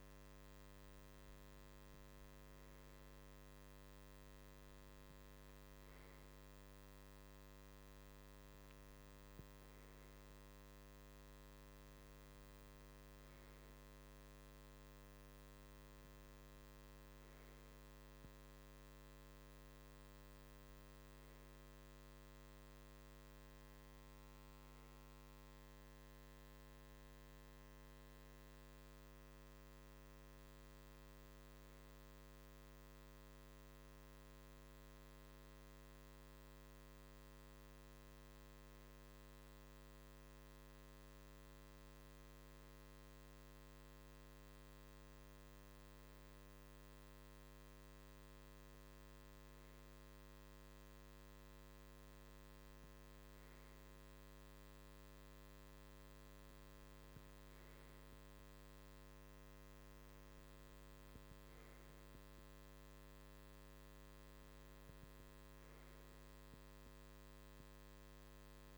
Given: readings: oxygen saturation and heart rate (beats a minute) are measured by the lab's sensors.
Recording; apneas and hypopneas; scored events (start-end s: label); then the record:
breathing in sleep, hard to hear, by a microphone on the trachea; none
none scored
From the record:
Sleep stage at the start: REM sleep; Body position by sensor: on the right side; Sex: male